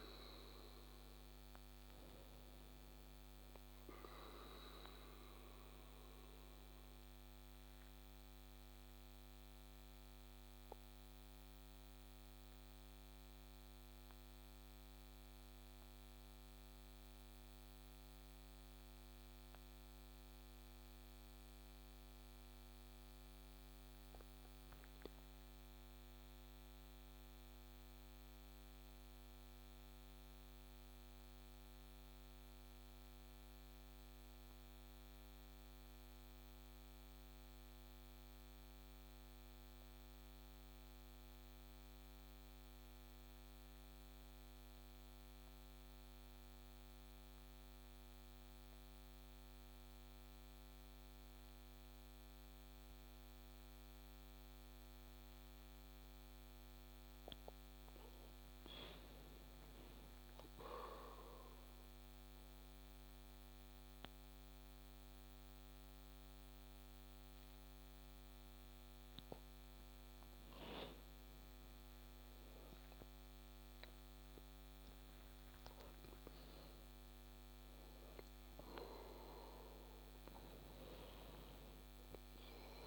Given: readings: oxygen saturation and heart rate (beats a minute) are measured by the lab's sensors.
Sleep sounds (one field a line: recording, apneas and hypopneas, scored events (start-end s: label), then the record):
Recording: breathing in sleep by a microphone on the trachea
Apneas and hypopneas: 1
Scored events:
5.50-57.00 s: obstructive apnea (oxygen 95% before, 90% lowest)
44.00-74.00 s: oxygen desaturation (device-marked, oxygen 98% before, 94% lowest)
59.00-62.00 s: arousal
From the record:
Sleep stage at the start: N2 (light sleep)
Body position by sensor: on the back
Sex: male